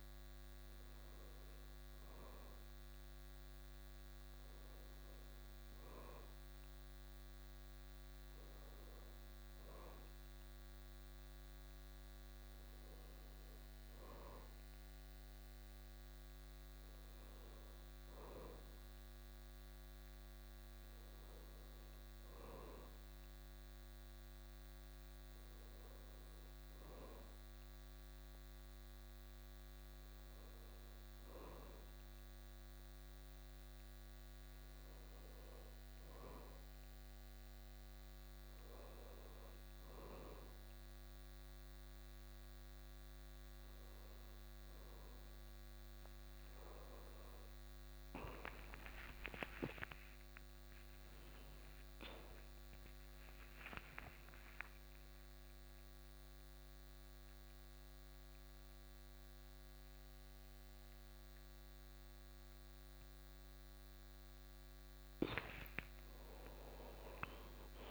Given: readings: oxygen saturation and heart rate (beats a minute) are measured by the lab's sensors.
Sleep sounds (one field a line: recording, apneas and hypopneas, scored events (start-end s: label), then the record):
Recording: a person awake in a sleep study, by a microphone on the trachea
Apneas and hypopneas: none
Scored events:
none scored
From the record:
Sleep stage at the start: awake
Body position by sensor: on the back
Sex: female